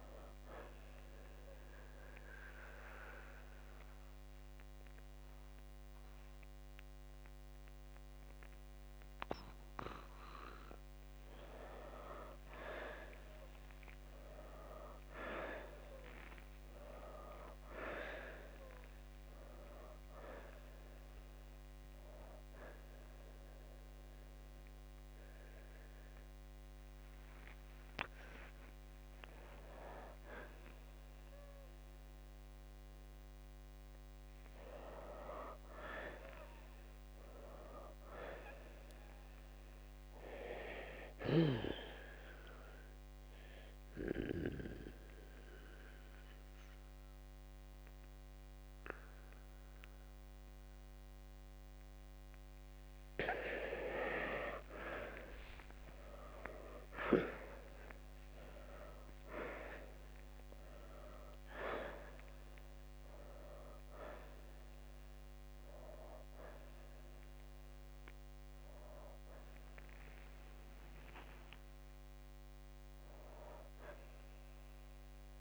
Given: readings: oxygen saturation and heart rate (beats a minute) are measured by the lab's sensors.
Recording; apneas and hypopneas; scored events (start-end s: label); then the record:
breathing in sleep by a microphone on the trachea; 1
9.50-21.50 s: oxygen desaturation (device-marked, oxygen 91% before, 86% lowest, heart rate 67 before, 60 extreme)
28.00-31.50 s: arousal
31.50-42.50 s: oxygen desaturation (device-marked, oxygen 94% before, 88% lowest, heart rate 65 before, 60 extreme)
42.00-52.50 s: central apnea (oxygen 94% before, 86% lowest, heart rate 64 before, 60 extreme, up 2 after)
44.50-60.50 s: oxygen desaturation (device-marked, oxygen 94% before, 88% lowest, heart rate 64 before, 58 extreme)
57.00-60.50 s: arousal
69.50-75.41 s: oxygen desaturation (device-marked, oxygen 92% before, 86% lowest, heart rate 64 before, 57 extreme)
From the record:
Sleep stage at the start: N2 (light sleep); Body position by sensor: on the back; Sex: male